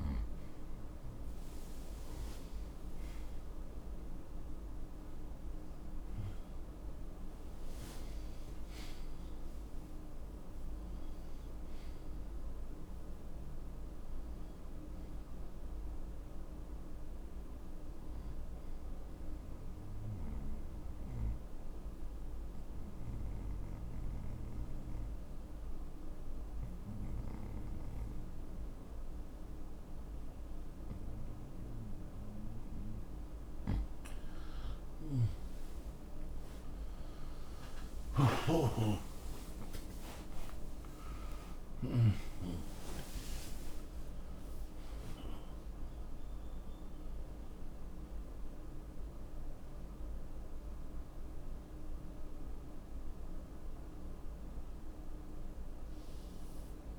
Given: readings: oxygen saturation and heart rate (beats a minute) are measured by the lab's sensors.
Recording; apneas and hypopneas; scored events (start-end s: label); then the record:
breathing in sleep by a room microphone; 1
3.00-7.50 s: arousal
14.00-56.99 s: new sleep stage, N2 (light sleep)
20.50-34.00 s: obstructive apnea (oxygen 94% before, 90% lowest, heart rate 63 before, 61 extreme, up 13 after)
36.50-41.00 s: arousal
39.00-44.00 s: oxygen desaturation (device-marked, oxygen 96% before, 92% lowest, heart rate 62 before, 62 extreme)
From the record:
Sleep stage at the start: N1 (lightest sleep); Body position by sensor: on the right side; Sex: male